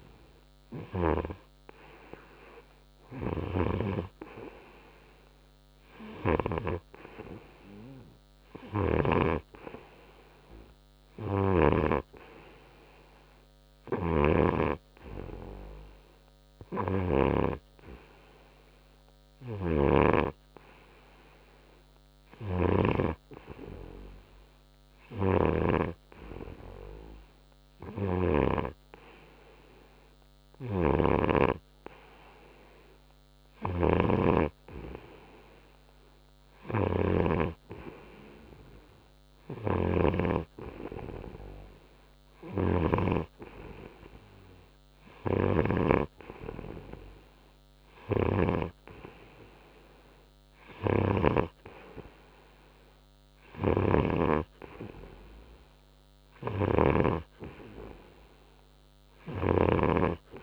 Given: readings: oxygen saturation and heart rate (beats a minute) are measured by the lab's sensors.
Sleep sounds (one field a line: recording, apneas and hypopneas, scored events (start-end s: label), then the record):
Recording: breathing in sleep by a microphone on the trachea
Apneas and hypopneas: none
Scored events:
14.00-20.50 s: snoring (device-marked)
22.50-40.50 s: snoring (device-marked)
42.50-49.00 s: snoring (device-marked)
51.00-54.50 s: snoring (device-marked)
56.50-60.43 s: snoring (device-marked)
From the record:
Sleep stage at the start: N3 (deep sleep)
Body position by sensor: on the right side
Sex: male